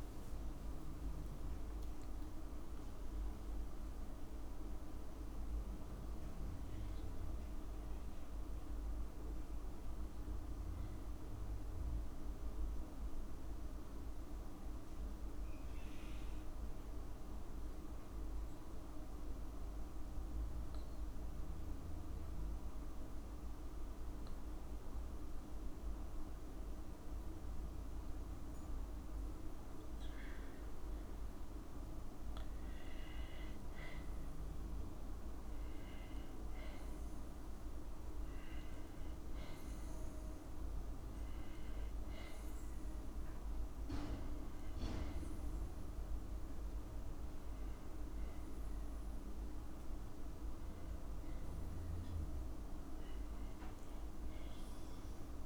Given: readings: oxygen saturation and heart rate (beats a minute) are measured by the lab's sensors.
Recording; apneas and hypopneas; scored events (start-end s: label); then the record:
breathing in sleep, hard to hear, by a room microphone; 1
26.50-42.50 s: obstructive apnea (oxygen 99% before, 94% lowest, heart rate 57 before, 57 extreme, up 2 after)
54.00-55.46 s: long interval between heartbeats (device-marked, heart rate 59 before, 77 extreme)
From the record:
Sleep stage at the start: N2 (light sleep); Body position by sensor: on the back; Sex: female